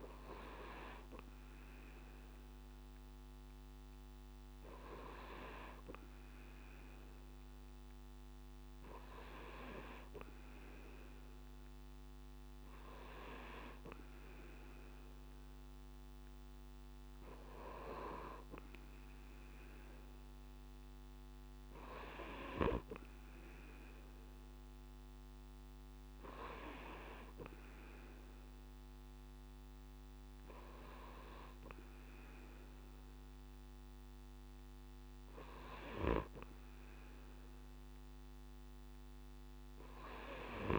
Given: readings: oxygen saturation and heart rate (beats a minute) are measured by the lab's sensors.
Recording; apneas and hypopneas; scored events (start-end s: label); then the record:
breathing in sleep by a microphone on the trachea; none
none scored
From the record:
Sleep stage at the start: N2 (light sleep); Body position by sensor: on the right side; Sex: male